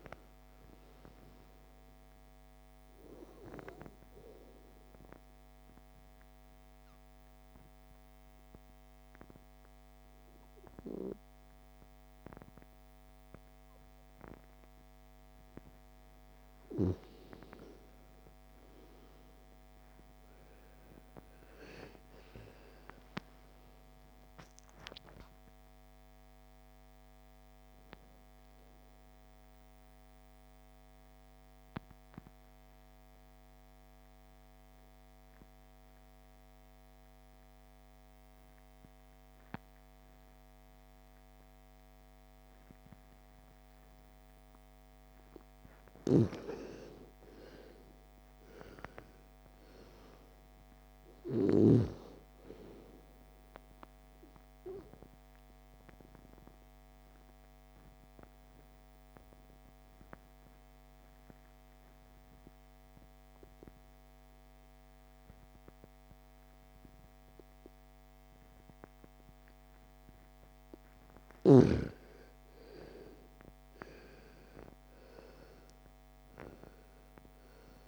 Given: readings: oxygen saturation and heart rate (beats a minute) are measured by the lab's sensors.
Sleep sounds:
breathing in sleep by a microphone on the trachea; 3
0.00-2.00 s: arousal
5.00-16.00 s: obstructive apnea (oxygen 98% before, 86% lowest)
22.00-26.50 s: arousal
30.00-45.50 s: mixed apnea (oxygen 98% before, 86% lowest)
30.00-50.00 s: oxygen desaturation (device-marked, oxygen 97% before, 92% lowest)
46.00-52.00 s: snoring (device-marked)
47.00-52.00 s: arousal
55.00-70.00 s: obstructive apnea (oxygen 97% before, 86% lowest)
59.00-74.00 s: oxygen desaturation (device-marked, oxygen 97% before, 86% lowest)
72.00-76.50 s: arousal
From the record:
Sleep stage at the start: N2 (light sleep); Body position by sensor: on the back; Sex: female

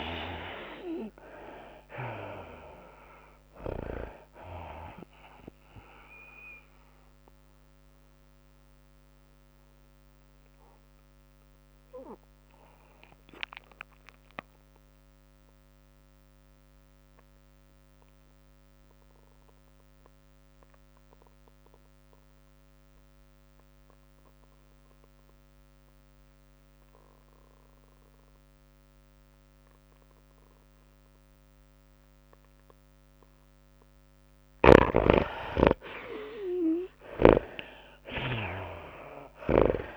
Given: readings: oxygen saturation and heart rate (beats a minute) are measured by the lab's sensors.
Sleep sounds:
breathing in sleep by a microphone on the trachea; 1
0.00-18.50 s: oxygen desaturation (device-marked, oxygen 71% lowest, heart rate 99 extreme)
0.00-22.50 s: tachycardia (device-marked, heart rate 112 extreme)
0.50-14.50 s: drop in pulse transit time (device-marked, heart rate 101 before, 108 extreme)
6.50-34.50 s: mixed apnea (oxygen 97% before, 71% lowest, heart rate 104 before, 100 extreme, up 8 after)
25.50-39.97 s: oxygen desaturation (device-marked, oxygen 99% before, 76% lowest, heart rate 107 before, 100 extreme)
30.50-39.97 s: tachycardia (device-marked, heart rate 105 before, 111 extreme)
36.50-39.97 s: arousal
From the record:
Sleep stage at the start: N2 (light sleep); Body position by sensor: on the back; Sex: female

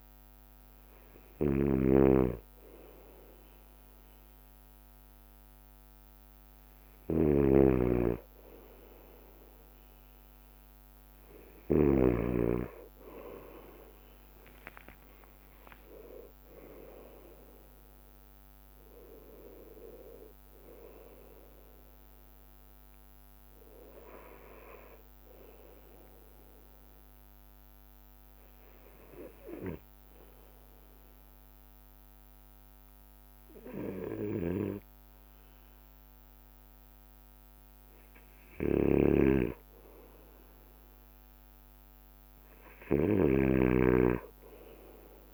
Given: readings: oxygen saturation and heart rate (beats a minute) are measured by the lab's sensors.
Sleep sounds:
breathing in sleep by a microphone on the trachea; 1
0.00-12.00 s: bradycardia (device-marked, heart rate 55 extreme)
0.00-12.50 s: snoring (device-marked)
12.00-25.00 s: drop in pulse transit time (device-marked, heart rate 57 before, 57 extreme)
14.00-17.50 s: arousal
15.00-17.00 s: long interval between heartbeats (device-marked, heart rate 57 before, 69 extreme)
22.00-45.34 s: bradycardia (device-marked, heart rate 57 before, 54 extreme)
28.50-40.50 s: hypopnea (oxygen 92% before, 91% lowest, heart rate 61 before, 56 extreme, up 4 after)
39.00-45.34 s: snoring (device-marked)
From the record:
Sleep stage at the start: N2 (light sleep); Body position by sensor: on the right side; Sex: male

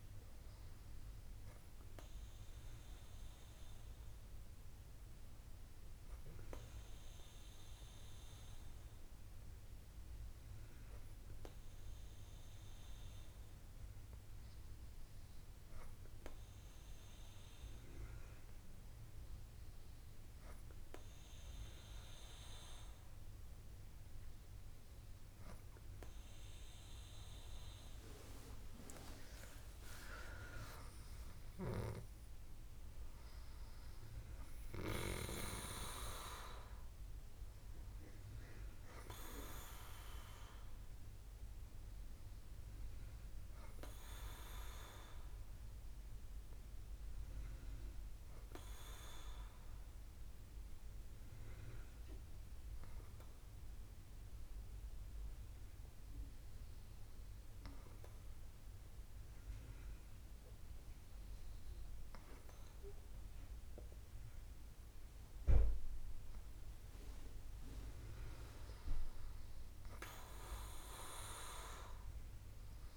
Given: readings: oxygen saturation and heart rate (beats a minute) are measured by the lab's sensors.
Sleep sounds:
breathing in sleep by a room microphone; 2
2.50-17.50 s: hypopnea (oxygen 97% before, 96% lowest, heart rate 68 before, 66 extreme)
28.00-32.50 s: arousal
50.00-63.00 s: hypopnea (oxygen 98% before, 96% lowest, heart rate 68 before, 64 extreme, up 3 after)
68.50-72.97 s: arousal
From the record:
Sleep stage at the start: N2 (light sleep); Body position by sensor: on the back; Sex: female

